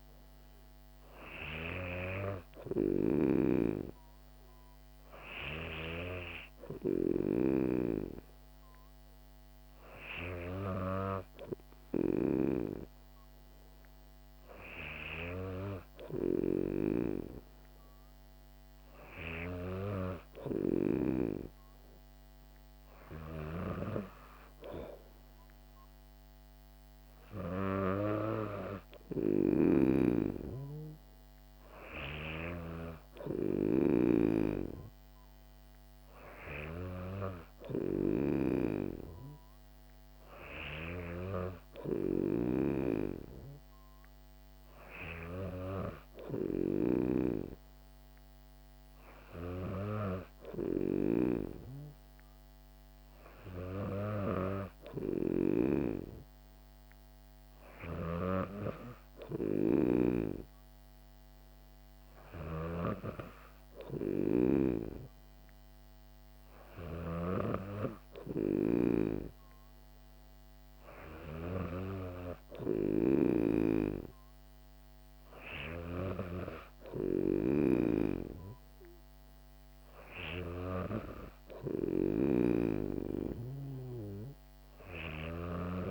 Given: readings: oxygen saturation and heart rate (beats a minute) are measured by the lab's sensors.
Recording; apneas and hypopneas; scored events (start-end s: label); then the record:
breathing in sleep by a microphone on the trachea; none
29.50-38.50 s: snoring (device-marked)
62.50-67.50 s: snoring (device-marked)
From the record:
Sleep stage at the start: N2 (light sleep); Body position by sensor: on the back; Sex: female